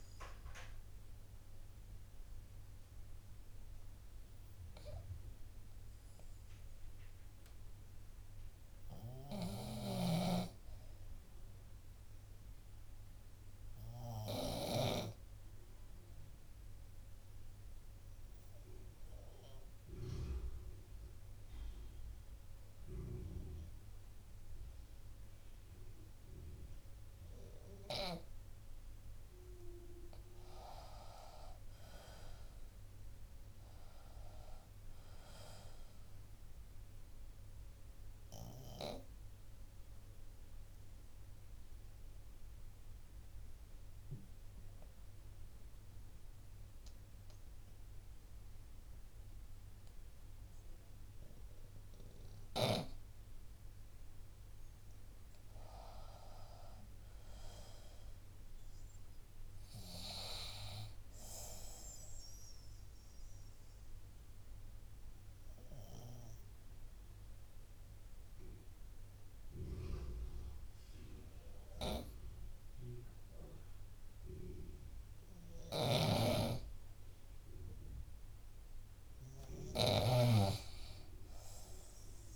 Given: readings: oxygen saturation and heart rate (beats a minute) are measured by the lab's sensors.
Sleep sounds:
breathing in sleep by a room microphone; 3
0.00-17.00 s: oxygen desaturation (device-marked, oxygen 75% lowest, heart rate 57 extreme)
14.00-28.50 s: obstructive apnea (oxygen 97% before, 75% lowest, heart rate 61 before, 59 extreme, up 8 after)
30.50-34.00 s: arousal
35.00-54.00 s: oxygen desaturation (device-marked, oxygen 92% before, 75% lowest, heart rate 60 before, 57 extreme)
37.50-53.00 s: obstructive apnea (oxygen 96% before, 75% lowest, heart rate 61 before, 57 extreme, up 7 after)
55.00-58.50 s: arousal
60.00-80.00 s: oxygen desaturation (device-marked, oxygen 96% before, 81% lowest, heart rate 63 before, 57 extreme)
62.50-76.00 s: obstructive apnea (oxygen 96% before, 76% lowest, heart rate 63 before, 57 extreme, up 5 after)
75.50-80.00 s: snoring (device-marked)
78.00-80.50 s: arousal
From the record:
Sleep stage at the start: N2 (light sleep); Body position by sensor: on the back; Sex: female

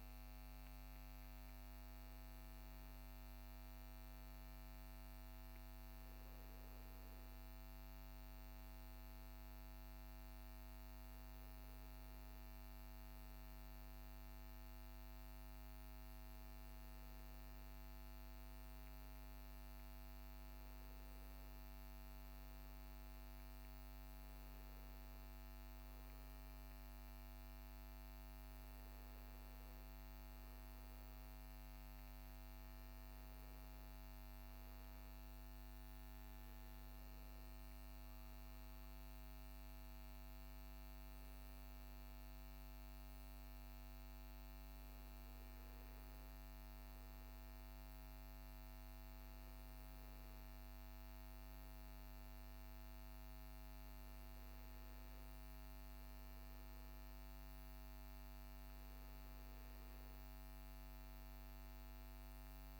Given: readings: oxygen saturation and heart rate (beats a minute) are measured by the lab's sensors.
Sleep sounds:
breathing in sleep, hard to hear, by a microphone on the trachea; none
none scored
From the record:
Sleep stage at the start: N2 (light sleep); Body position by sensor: on the right side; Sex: male

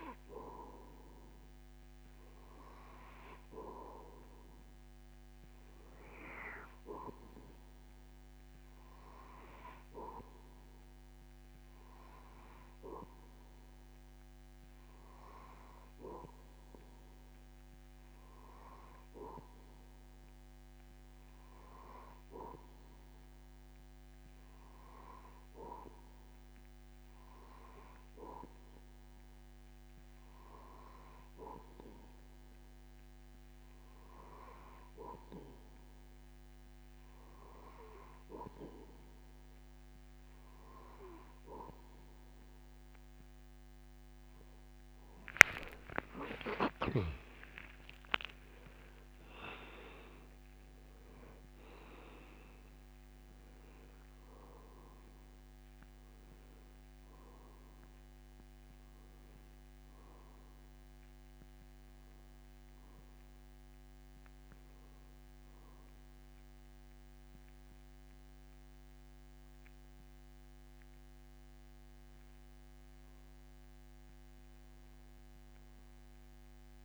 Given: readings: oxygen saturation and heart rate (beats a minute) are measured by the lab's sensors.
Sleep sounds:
breathing in sleep by a microphone on the trachea; none
46.00-50.00 s: arousal
From the record:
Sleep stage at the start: N2 (light sleep); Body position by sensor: on the back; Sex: male

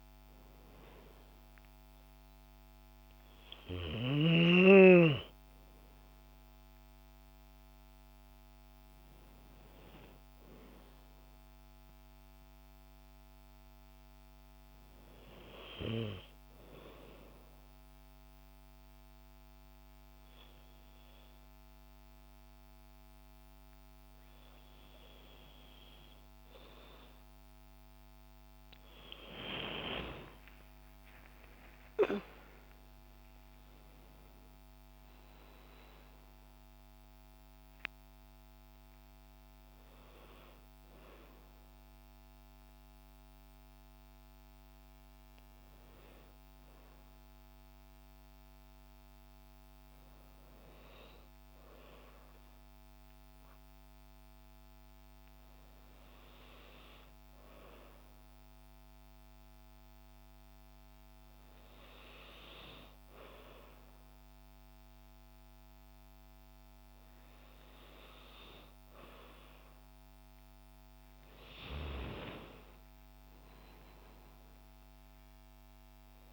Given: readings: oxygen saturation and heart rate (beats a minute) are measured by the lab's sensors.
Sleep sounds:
breathing in sleep by a microphone on the trachea; 1
0.00-1.50 s: arousal
16.50-27.00 s: obstructive apnea (oxygen 95% before, 93% lowest, heart rate 57 before, 55 extreme, up 40 after)
29.50-33.50 s: arousal
72.50-76.00 s: arousal
From the record:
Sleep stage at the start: N2 (light sleep); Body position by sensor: on the back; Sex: female

